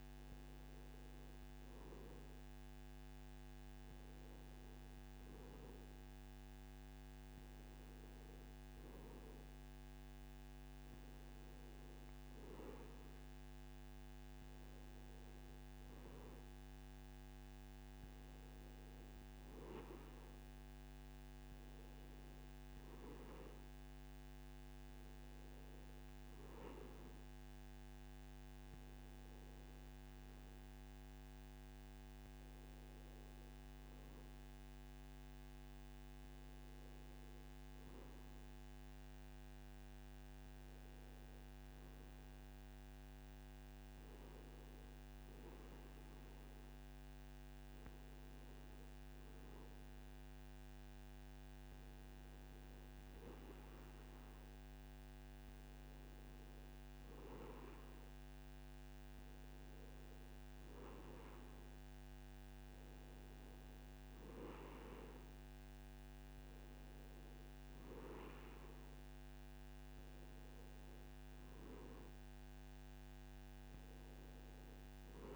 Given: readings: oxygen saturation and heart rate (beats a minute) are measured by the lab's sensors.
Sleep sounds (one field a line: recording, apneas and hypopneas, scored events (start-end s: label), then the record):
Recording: breathing in sleep, hard to hear, by a microphone on the trachea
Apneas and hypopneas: none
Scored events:
none scored
From the record:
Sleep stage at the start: N2 (light sleep)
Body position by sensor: on the back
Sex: male